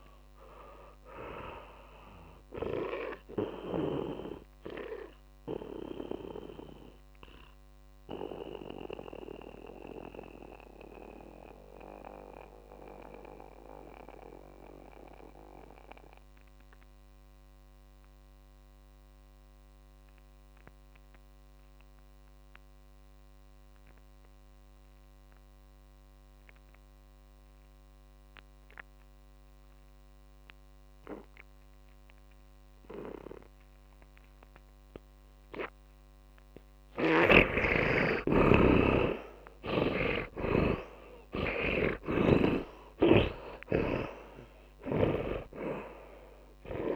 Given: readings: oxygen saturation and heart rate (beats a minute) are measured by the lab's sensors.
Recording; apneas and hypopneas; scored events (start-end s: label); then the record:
breathing in sleep by a microphone on the trachea; 1
0.00-23.00 s: oxygen desaturation (device-marked, oxygen 76% lowest)
9.00-37.50 s: mixed apnea (oxygen 99% before, 74% lowest, heart rate 36 before, 28 extreme, up 19 after)
28.00-46.96 s: oxygen desaturation (device-marked, oxygen 99% before, 74% lowest)
37.00-40.50 s: snoring (device-marked)
39.00-44.50 s: arousal
From the record:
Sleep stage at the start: N2 (light sleep); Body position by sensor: on the back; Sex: male